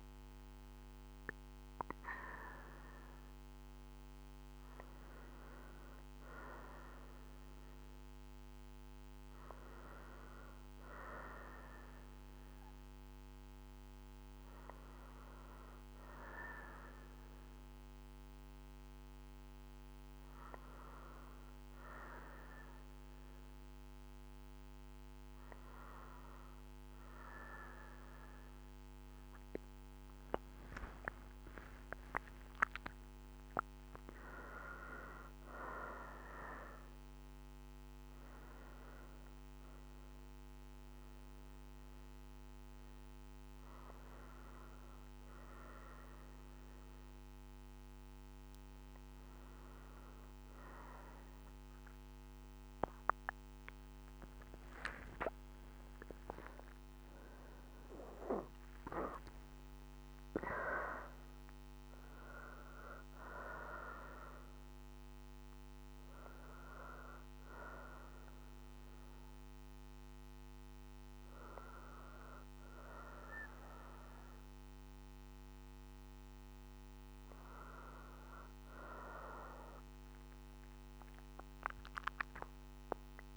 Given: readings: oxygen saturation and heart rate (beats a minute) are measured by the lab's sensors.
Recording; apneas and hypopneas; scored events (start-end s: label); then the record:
breathing in sleep by a microphone on the trachea; none
18.50-78.50 s: new sleep stage, N1 (lightest sleep)
29.00-33.50 s: arousal
54.50-59.00 s: arousal
78.50-83.37 s: new sleep stage, N2 (light sleep)
From the record:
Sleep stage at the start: N2 (light sleep); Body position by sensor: on the front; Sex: female